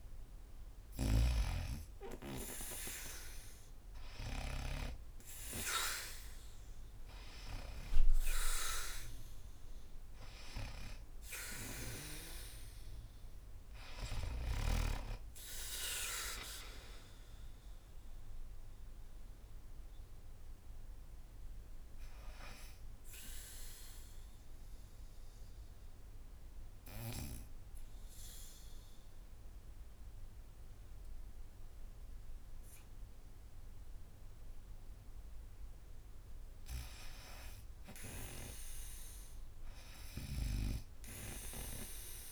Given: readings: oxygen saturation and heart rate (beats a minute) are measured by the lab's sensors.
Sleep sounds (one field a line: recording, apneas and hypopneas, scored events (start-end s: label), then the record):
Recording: breathing in sleep by a room microphone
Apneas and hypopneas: 1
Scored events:
0.00-1.00 s: snoring (device-marked)
2.50-7.50 s: arousal
8.00-32.00 s: oxygen desaturation (device-marked, oxygen 92% before, 87% lowest, heart rate 84 before, 76 extreme)
25.00-36.50 s: obstructive apnea (oxygen 92% before, 81% lowest, heart rate 91 before, 74 extreme)
38.50-42.00 s: arousal
39.00-42.32 s: oxygen desaturation (device-marked, oxygen 99% before, 81% lowest, heart rate 86 before, 74 extreme)
From the record:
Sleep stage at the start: N2 (light sleep)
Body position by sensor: on the back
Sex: female